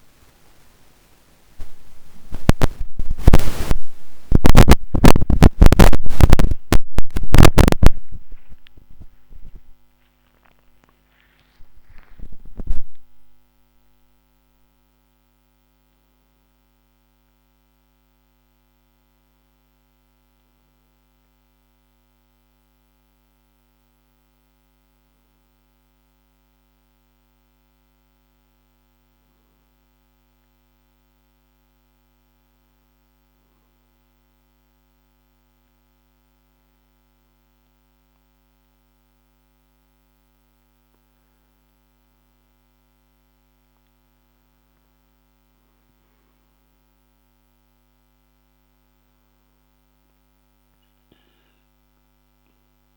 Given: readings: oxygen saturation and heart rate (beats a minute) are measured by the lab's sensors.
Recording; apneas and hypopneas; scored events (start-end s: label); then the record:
breathing in sleep by a microphone on the trachea; none
28.00-52.97 s: new sleep stage, N2 (light sleep)
From the record:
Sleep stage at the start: N1 (lightest sleep); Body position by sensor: on the back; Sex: male